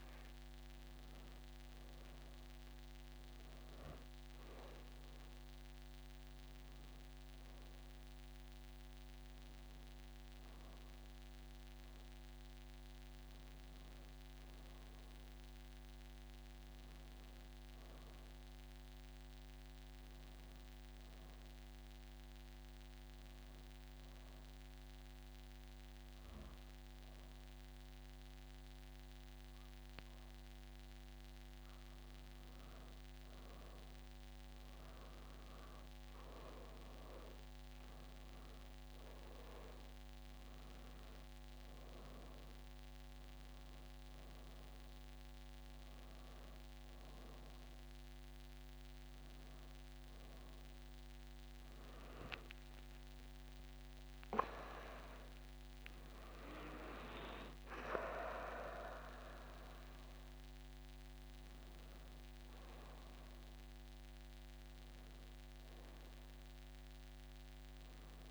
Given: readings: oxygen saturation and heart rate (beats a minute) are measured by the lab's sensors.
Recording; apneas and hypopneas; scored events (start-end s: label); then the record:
breathing in sleep by a microphone on the trachea; 1
22.50-32.50 s: obstructive apnea (oxygen 95% before, 88% lowest)
34.50-38.00 s: arousal
39.00-56.00 s: oxygen desaturation (device-marked, oxygen 93% before, 88% lowest)
58.00-61.00 s: arousal
From the record:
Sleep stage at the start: N1 (lightest sleep); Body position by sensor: on the back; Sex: female